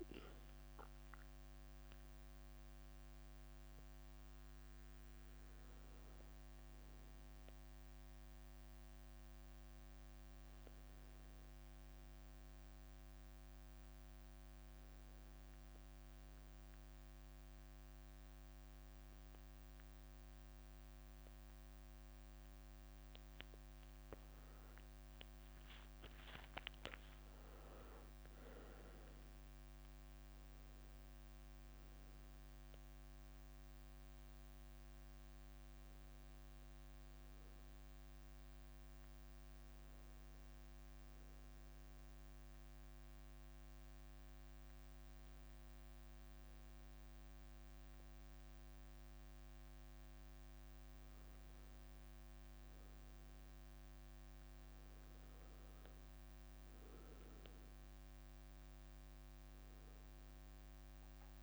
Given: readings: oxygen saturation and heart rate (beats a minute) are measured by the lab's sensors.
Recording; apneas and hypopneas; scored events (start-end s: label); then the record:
breathing in sleep, hard to hear, by a microphone on the trachea; 1
0.00-2.50 s: leg movement (device-marked)
0.00-14.50 s: oxygen desaturation (device-marked, oxygen 92% lowest, heart rate 68 extreme)
4.50-10.50 s: leg movement (device-marked)
21.00-23.00 s: leg movement (device-marked)
22.50-25.50 s: arousal
25.00-29.50 s: leg movement (device-marked)
40.00-52.00 s: hypopnea (oxygen 99% before, 94% lowest, heart rate 71 before, 65 extreme, up 4 after)
57.50-61.43 s: new sleep stage, awake
57.50-61.43 s: oxygen desaturation (device-marked, oxygen 98% before, 94% lowest, heart rate 68 before, 65 extreme)
From the record:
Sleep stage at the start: N1 (lightest sleep); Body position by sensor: on the back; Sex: female